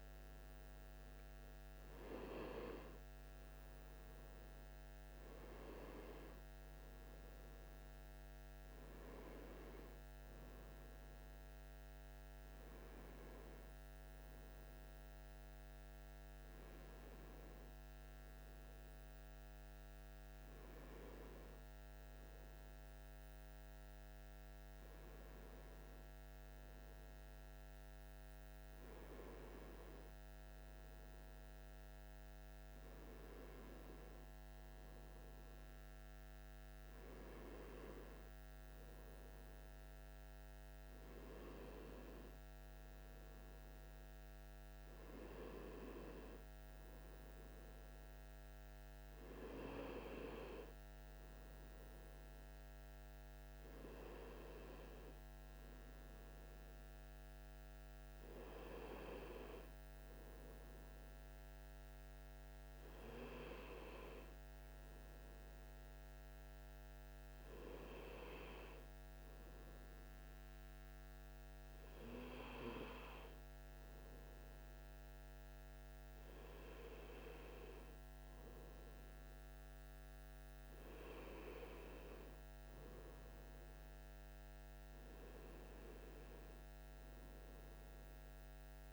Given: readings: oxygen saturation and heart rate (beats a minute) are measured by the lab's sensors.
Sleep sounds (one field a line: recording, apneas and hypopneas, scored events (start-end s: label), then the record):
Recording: breathing in sleep by a microphone on the trachea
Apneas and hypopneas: none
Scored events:
none scored
From the record:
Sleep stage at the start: N1 (lightest sleep)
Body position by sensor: on the right side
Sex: male